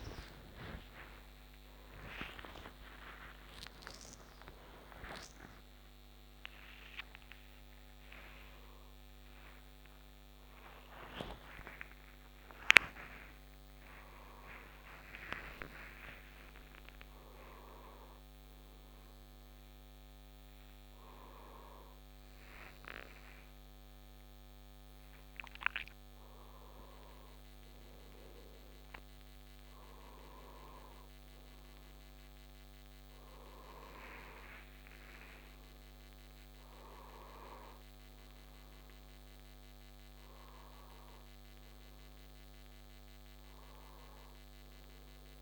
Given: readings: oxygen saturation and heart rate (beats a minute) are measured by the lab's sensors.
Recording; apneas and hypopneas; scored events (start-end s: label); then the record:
a person awake in a sleep study, by a microphone on the trachea; none
31.00-45.42 s: oxygen desaturation (device-marked, oxygen 97% before, 91% lowest, heart rate 85 before, 67 extreme)
45.00-45.42 s: new sleep stage, N1 (lightest sleep)
From the record:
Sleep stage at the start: awake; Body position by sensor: on the right side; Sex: male